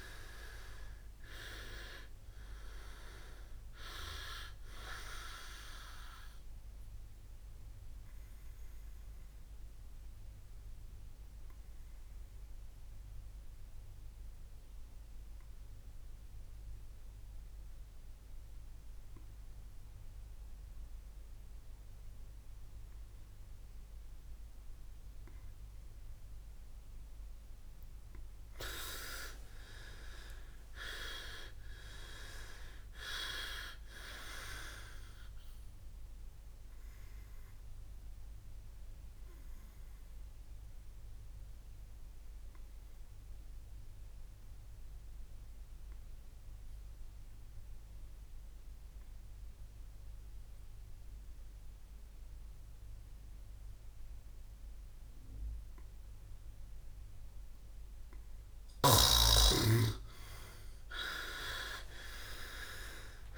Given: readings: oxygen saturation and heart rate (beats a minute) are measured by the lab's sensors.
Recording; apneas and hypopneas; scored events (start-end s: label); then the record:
breathing in sleep by a room microphone; 2
0.00-1.00 s: arousal
6.50-27.00 s: obstructive apnea (oxygen 100% before, 89% lowest, heart rate 68 before, 58 extreme, up 53 after)
26.50-31.50 s: oxygen desaturation (device-marked, oxygen 96% before, 92% lowest, heart rate 60 before, 59 extreme)
28.50-32.00 s: arousal
37.00-58.50 s: obstructive apnea (oxygen 98% before, 89% lowest, heart rate 80 before, 58 extreme, up 45 after)
53.50-60.50 s: oxygen desaturation (device-marked, oxygen 96% before, 93% lowest, heart rate 74 before, 59 extreme)
61.50-63.37 s: arousal
From the record:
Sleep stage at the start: N2 (light sleep); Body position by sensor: on the back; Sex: male